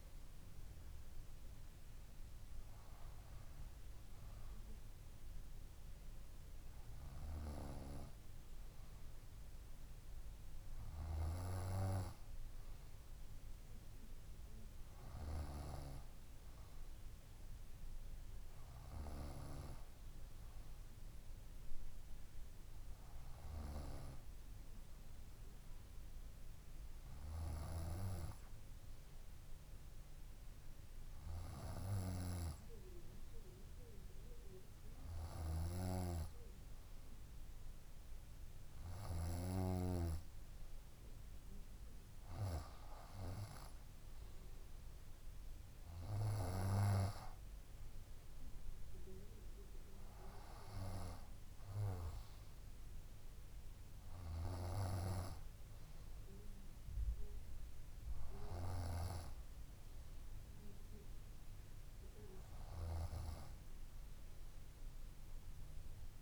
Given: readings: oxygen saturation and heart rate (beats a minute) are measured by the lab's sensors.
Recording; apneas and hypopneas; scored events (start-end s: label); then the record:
breathing in sleep by a room microphone; none
none scored
From the record:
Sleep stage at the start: N2 (light sleep); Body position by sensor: on the front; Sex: female